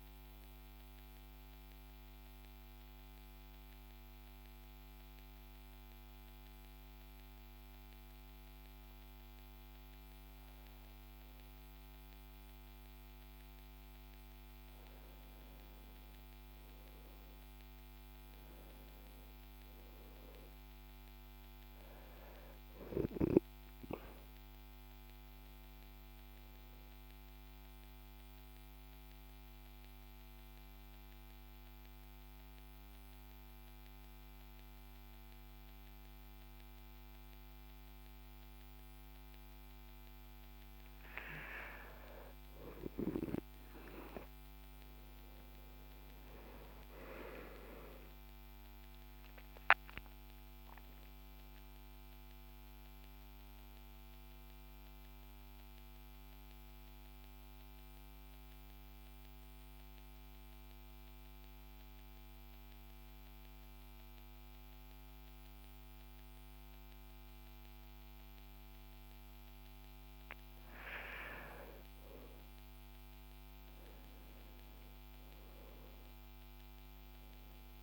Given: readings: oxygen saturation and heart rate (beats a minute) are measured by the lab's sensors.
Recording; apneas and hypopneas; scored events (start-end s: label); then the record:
breathing in sleep by a microphone on the trachea; 3
0.00-11.00 s: oxygen desaturation (device-marked, oxygen 94% lowest, heart rate 48 extreme)
0.50-14.50 s: mixed apnea (oxygen 98% before, 93% lowest, heart rate 54 before, 48 extreme, up 8 after)
17.00-21.00 s: arousal
28.50-40.00 s: central apnea (oxygen 97% before, 94% lowest, heart rate 52 before, 47 extreme, up 14 after)
45.50-50.00 s: arousal
56.00-70.00 s: central apnea (oxygen 97% before, 94% lowest, heart rate 58 before, 46 extreme, up 13 after)
75.50-77.83 s: arousal
From the record:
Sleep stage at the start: N2 (light sleep); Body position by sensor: on the right side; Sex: male